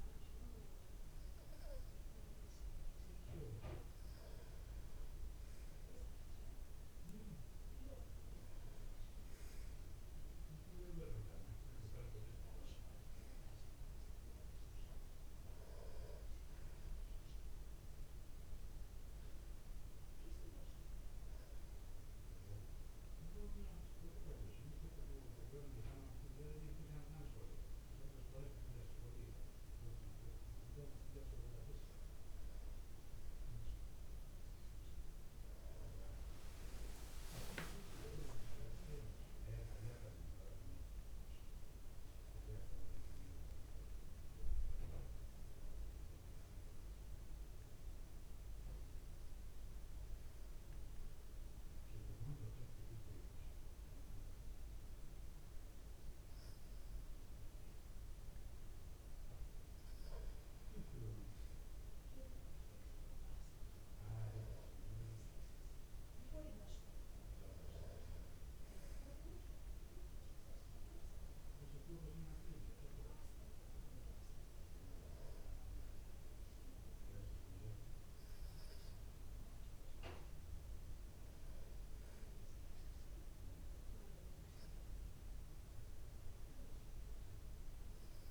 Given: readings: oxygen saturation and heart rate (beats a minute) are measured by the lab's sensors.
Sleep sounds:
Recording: breathing in sleep by a room microphone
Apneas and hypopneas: none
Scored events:
none scored
From the record:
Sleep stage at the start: N2 (light sleep)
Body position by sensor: on the back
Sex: male

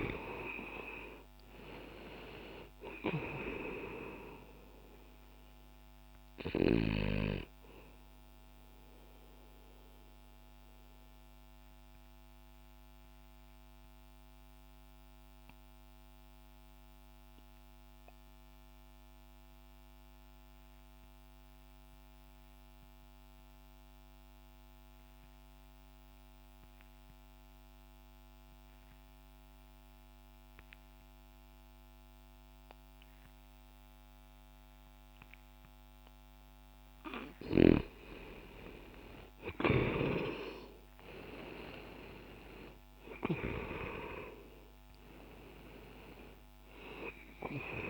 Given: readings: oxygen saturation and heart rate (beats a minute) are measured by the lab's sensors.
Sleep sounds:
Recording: breathing in sleep by a microphone on the trachea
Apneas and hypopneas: 1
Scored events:
0.50-10.50 s: oxygen desaturation (device-marked, oxygen 95% before, 89% lowest, heart rate 60 before, 60 extreme)
8.50-35.50 s: obstructive apnea (oxygen 95% before, 83% lowest, heart rate 60 before, 60 extreme, up 10 after)
16.50-27.50 s: oxygen desaturation (device-marked, oxygen 90% before, 86% lowest, heart rate 60 before, 60 extreme)
34.50-47.90 s: oxygen desaturation (device-marked, oxygen 96% before, 89% lowest, heart rate 60 before, 60 extreme)
37.00-41.00 s: arousal
From the record:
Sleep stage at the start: N2 (light sleep)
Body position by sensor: on the back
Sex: male

